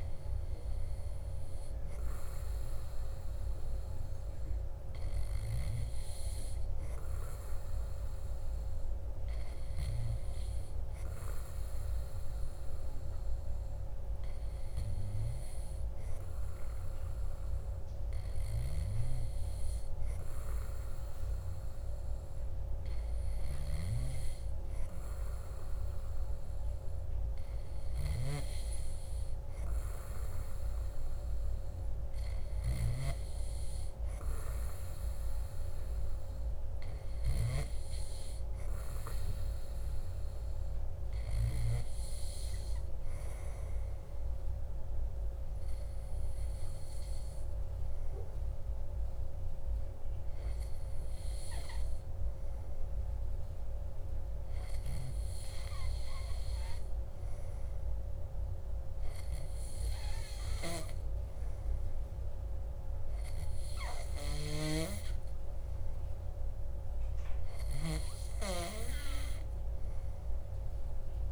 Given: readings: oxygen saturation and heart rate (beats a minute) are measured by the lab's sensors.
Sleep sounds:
breathing in sleep, hard to hear, by a room microphone; none
none scored
From the record:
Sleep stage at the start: N2 (light sleep); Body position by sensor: on the back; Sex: male

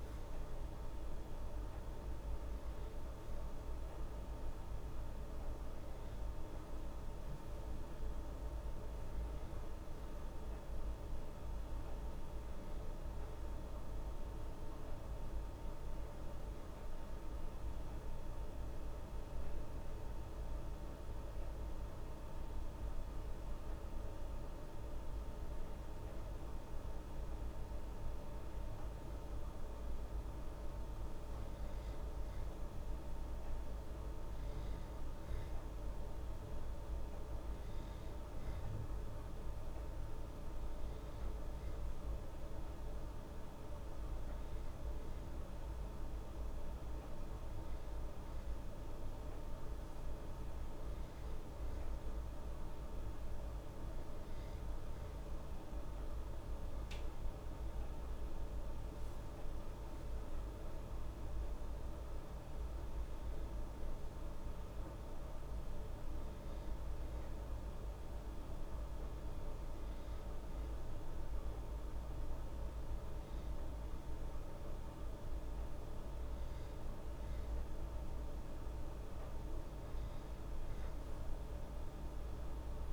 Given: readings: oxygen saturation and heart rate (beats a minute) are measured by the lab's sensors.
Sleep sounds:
breathing in sleep, hard to hear, by a room microphone; none
none scored
From the record:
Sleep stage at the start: N2 (light sleep); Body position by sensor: on the back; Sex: female

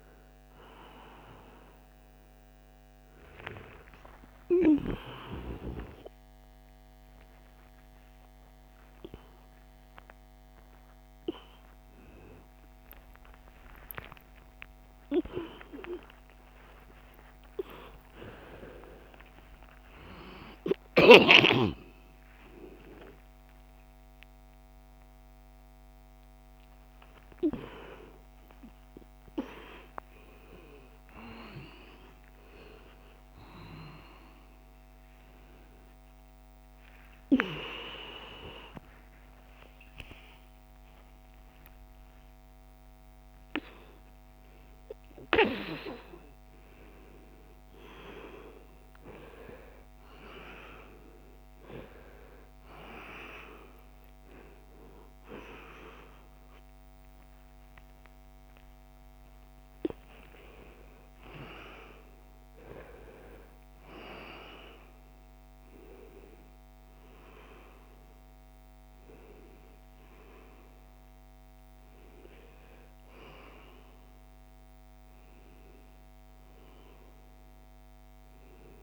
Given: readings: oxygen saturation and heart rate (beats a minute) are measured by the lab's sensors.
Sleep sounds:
a person awake in a sleep study, by a microphone on the trachea; none
3.00-5.00 s: long interval between heartbeats (device-marked, heart rate 118 before, 107 extreme)
10.50-12.50 s: long interval between heartbeats (device-marked, heart rate 114 before, 88 extreme)
13.00-15.00 s: long interval between heartbeats (device-marked, heart rate 106 before, 129 extreme)
15.00-17.00 s: long interval between heartbeats (device-marked, heart rate 107 before, 134 extreme)
27.50-29.50 s: long interval between heartbeats (device-marked, heart rate 114 before, 117 extreme)
37.00-39.00 s: long interval between heartbeats (device-marked, heart rate 109 before, 112 extreme)
39.00-41.00 s: long interval between heartbeats (device-marked, heart rate 107 before, 139 extreme)
42.00-44.00 s: long interval between heartbeats (device-marked, heart rate 113 before, 150 extreme)
44.50-46.50 s: long interval between heartbeats (device-marked, heart rate 117 before, 169 extreme)
46.50-48.50 s: long interval between heartbeats (device-marked, heart rate 124 before, 169 extreme)
50.00-52.00 s: long interval between heartbeats (device-marked, heart rate 134 before, 136 extreme)
56.50-58.50 s: long interval between heartbeats (device-marked, heart rate 142 before, 113 extreme)
60.00-62.00 s: long interval between heartbeats (device-marked, heart rate 143 before, 114 extreme)
From the record:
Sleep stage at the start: awake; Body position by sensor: upright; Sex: male

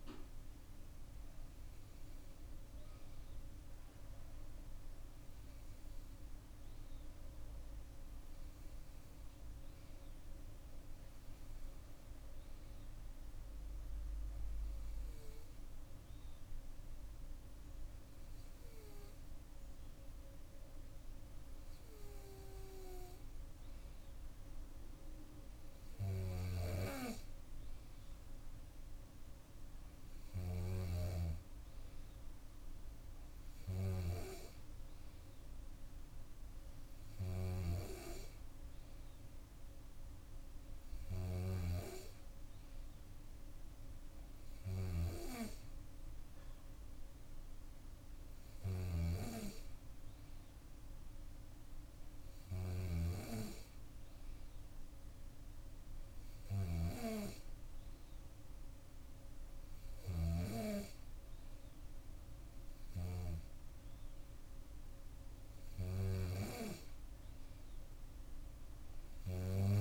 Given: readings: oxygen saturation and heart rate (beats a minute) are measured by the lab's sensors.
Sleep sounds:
breathing in sleep by a room microphone; none
none scored
From the record:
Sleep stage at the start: N2 (light sleep); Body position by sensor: on the back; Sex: female

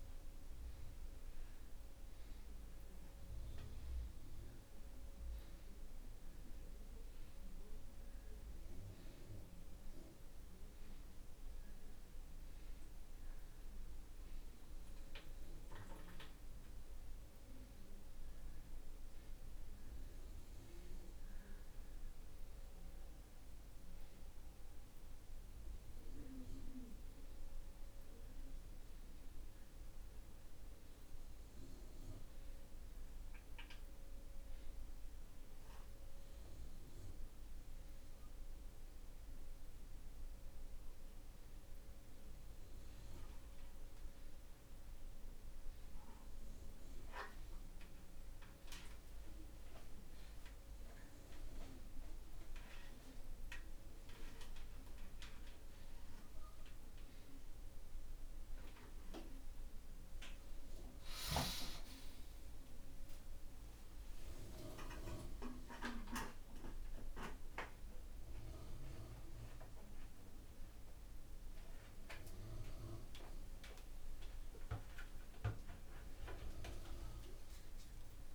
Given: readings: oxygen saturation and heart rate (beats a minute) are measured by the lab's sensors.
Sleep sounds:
a person awake in a sleep study, by a room microphone; none
none scored
From the record:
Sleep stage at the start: awake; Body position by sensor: upright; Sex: male

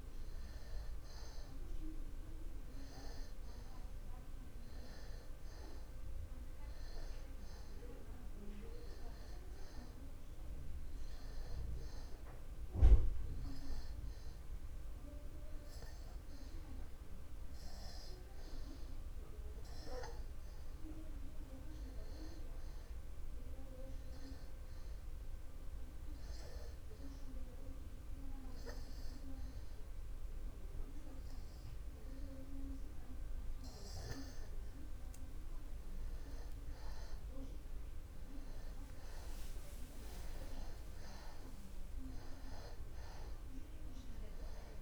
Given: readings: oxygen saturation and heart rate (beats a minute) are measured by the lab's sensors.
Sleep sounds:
breathing in sleep by a room microphone; 1
0.00-12.00 s: oxygen desaturation (device-marked, oxygen 91% lowest, heart rate 35 extreme)
8.50-11.50 s: arousal
13.50-35.50 s: hypopnea (oxygen 96% before, 91% lowest, heart rate 50 before, 30 extreme, up 18 after)
37.00-42.00 s: arousal
From the record:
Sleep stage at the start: N2 (light sleep); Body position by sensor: on the back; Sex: male

